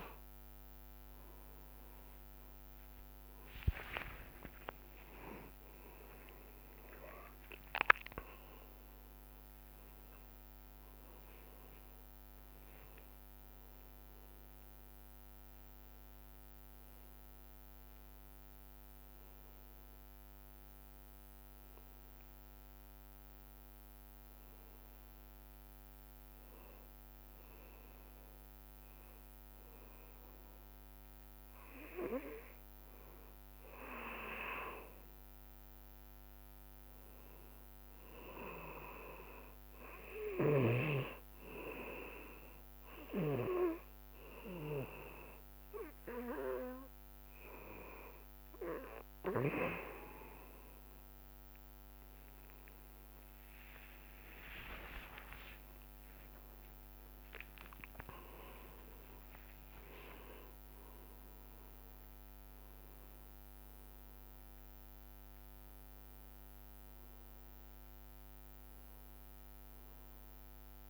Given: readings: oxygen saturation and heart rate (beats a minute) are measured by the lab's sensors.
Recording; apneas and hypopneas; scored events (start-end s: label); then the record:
breathing in sleep by a microphone on the trachea; 2
1.00-7.00 s: arousal
4.50-6.50 s: long interval between heartbeats (device-marked, heart rate 65 before, 78 extreme)
5.00-30.00 s: oxygen desaturation (device-marked, oxygen 99% before, 91% lowest, heart rate 65 before, 57 extreme)
24.00-35.00 s: hypopnea (oxygen 99% before, 92% lowest, heart rate 76 before, 57 extreme, up 2 after)
30.00-70.90 s: new sleep stage, N2 (light sleep)
36.00-38.00 s: arousal
40.50-51.00 s: obstructive apnea (oxygen 99% before, 96% lowest, heart rate 63 before, 59 extreme, up 11 after)
54.50-60.00 s: arousal
From the record:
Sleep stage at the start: N1 (lightest sleep); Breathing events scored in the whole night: 154 in 4.7 hours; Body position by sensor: on the back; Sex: male